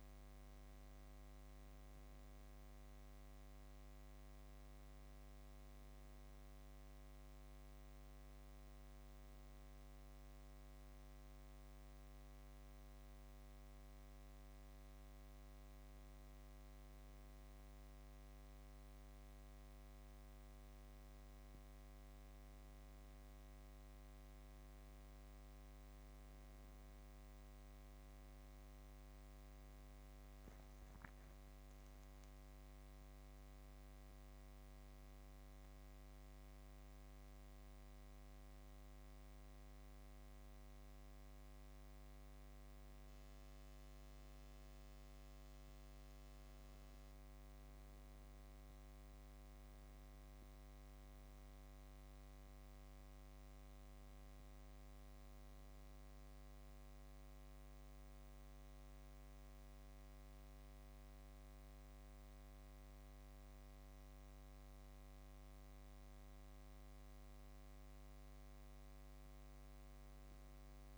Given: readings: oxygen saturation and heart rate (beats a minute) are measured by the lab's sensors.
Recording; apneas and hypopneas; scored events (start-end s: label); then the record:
breathing in sleep, hard to hear, by a microphone on the trachea; none
none scored
From the record:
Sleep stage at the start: N2 (light sleep); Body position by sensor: on the back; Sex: female